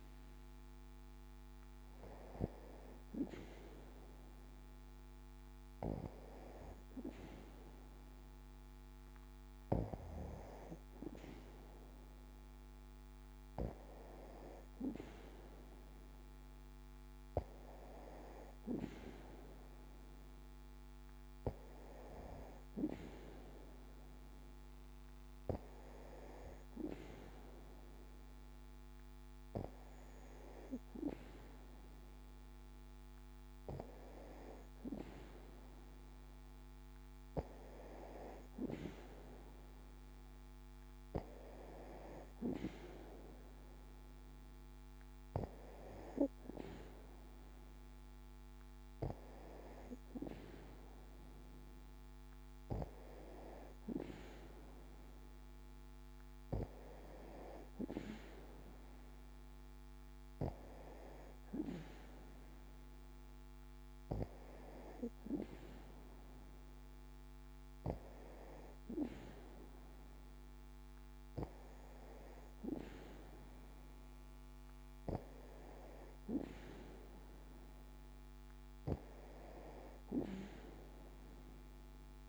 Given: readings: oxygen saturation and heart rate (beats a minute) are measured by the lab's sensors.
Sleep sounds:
breathing in sleep by a microphone on the trachea; none
none scored
From the record:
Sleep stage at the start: N2 (light sleep); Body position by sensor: on the back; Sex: female

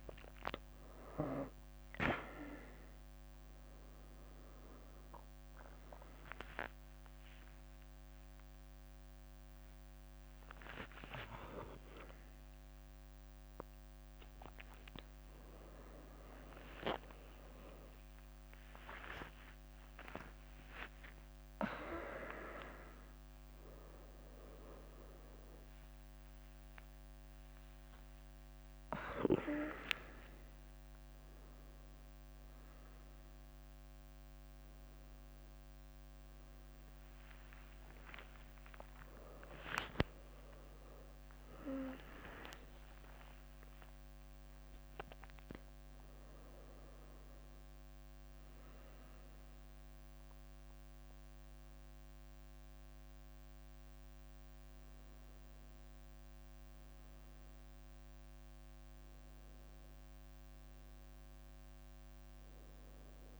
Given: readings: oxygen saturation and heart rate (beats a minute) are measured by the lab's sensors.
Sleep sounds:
a person awake in a sleep study, by a microphone on the trachea; none
0.00-2.00 s: long interval between heartbeats (device-marked, heart rate 74 before, 89 extreme)
9.00-11.00 s: leg movement (device-marked)
14.50-21.50 s: tachycardia (device-marked, heart rate 72 before, 148 extreme)
17.50-19.50 s: long interval between heartbeats (device-marked, heart rate 84 before, 109 extreme)
18.50-25.50 s: leg movement (device-marked)
19.50-21.50 s: long interval between heartbeats (device-marked, heart rate 88 before, 138 extreme)
29.50-35.00 s: leg movement (device-marked)
30.00-32.00 s: long interval between heartbeats (device-marked, heart rate 99 before, 97 extreme)
34.50-45.50 s: tachycardia (device-marked, heart rate 72 before, 187 extreme)
37.00-46.00 s: leg movement (device-marked)
39.00-41.00 s: long interval between heartbeats (device-marked, heart rate 103 before, 129 extreme)
42.50-44.50 s: long interval between heartbeats (device-marked, heart rate 104 before, 169 extreme)
48.50-63.40 s: new sleep stage, N1 (lightest sleep)
49.00-51.00 s: leg movement (device-marked)
From the record:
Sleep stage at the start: awake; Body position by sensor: on the right side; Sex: female

